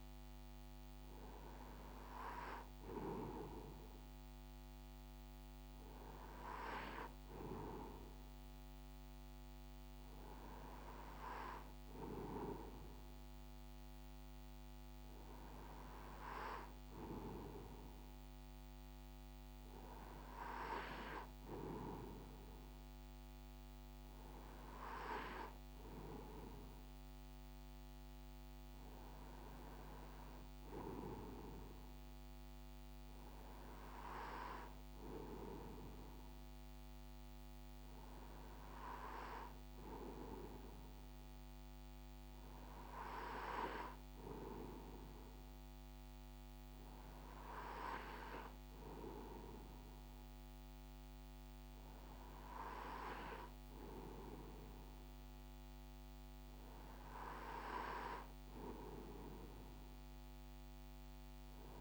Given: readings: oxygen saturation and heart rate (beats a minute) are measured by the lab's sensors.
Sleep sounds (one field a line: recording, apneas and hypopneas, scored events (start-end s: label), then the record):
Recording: breathing in sleep by a microphone on the trachea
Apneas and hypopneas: none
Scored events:
none scored
From the record:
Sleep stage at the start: N2 (light sleep)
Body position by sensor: on the right side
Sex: male